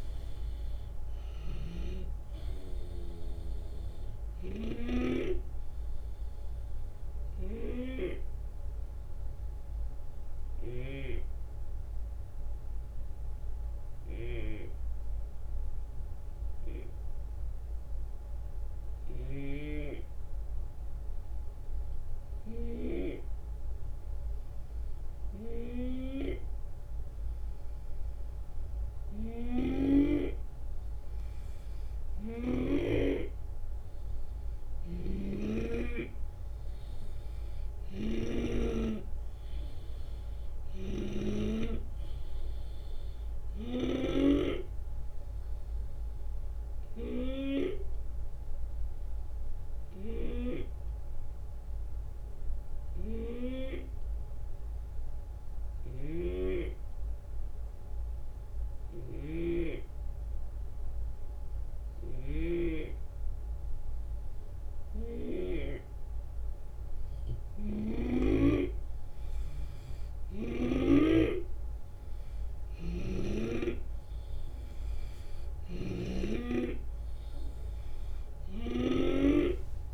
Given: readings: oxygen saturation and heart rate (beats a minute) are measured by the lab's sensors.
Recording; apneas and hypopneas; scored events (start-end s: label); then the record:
breathing in sleep by a room microphone; 2
0.00-7.50 s: drop in pulse transit time (device-marked, heart rate 75 extreme)
0.00-10.50 s: snoring (device-marked)
7.50-20.50 s: obstructive apnea (oxygen 93% before, 89% lowest, heart rate 76 before, 67 extreme, up 4 after)
23.50-27.50 s: arousal
25.50-32.50 s: snoring (device-marked)
30.50-43.50 s: drop in pulse transit time (device-marked, heart rate 69 before, 72 extreme)
34.50-41.00 s: snoring (device-marked)
36.50-39.50 s: oxygen desaturation (device-marked, oxygen 95% before, 90% lowest, heart rate 71 before, 67 extreme)
46.50-63.50 s: obstructive apnea (oxygen 95% before, 90% lowest, heart rate 75 before, 67 extreme, up 8 after)
55.50-65.00 s: snoring (device-marked)
67.00-70.50 s: snoring (device-marked)
69.50-79.94 s: drop in pulse transit time (device-marked, heart rate 69 before, 74 extreme)
70.50-74.50 s: arousal
72.50-79.94 s: oxygen desaturation (device-marked, oxygen 94% before, 90% lowest, heart rate 70 before, 65 extreme)
75.00-79.94 s: snoring (device-marked)
From the record:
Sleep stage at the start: N2 (light sleep); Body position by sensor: on the left side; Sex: male